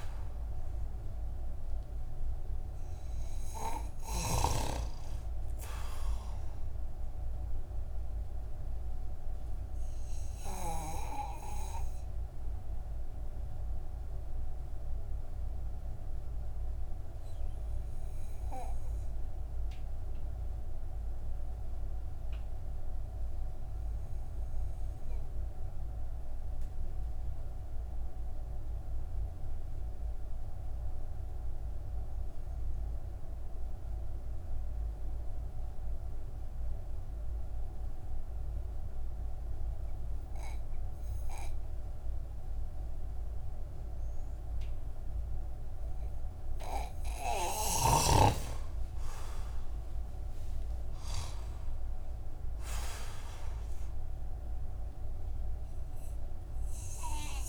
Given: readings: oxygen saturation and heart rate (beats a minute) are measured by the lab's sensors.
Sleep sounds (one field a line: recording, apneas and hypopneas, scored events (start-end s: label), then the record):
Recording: breathing in sleep by a room microphone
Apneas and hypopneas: 1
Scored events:
0.00-25.00 s: oxygen desaturation (device-marked, oxygen 89% lowest)
7.50-47.00 s: mixed apnea (oxygen 97% before, 89% lowest)
43.00-57.49 s: oxygen desaturation (device-marked, oxygen 97% before, 92% lowest)
53.00-57.49 s: arousal
From the record:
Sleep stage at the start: N2 (light sleep)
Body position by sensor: on the back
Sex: male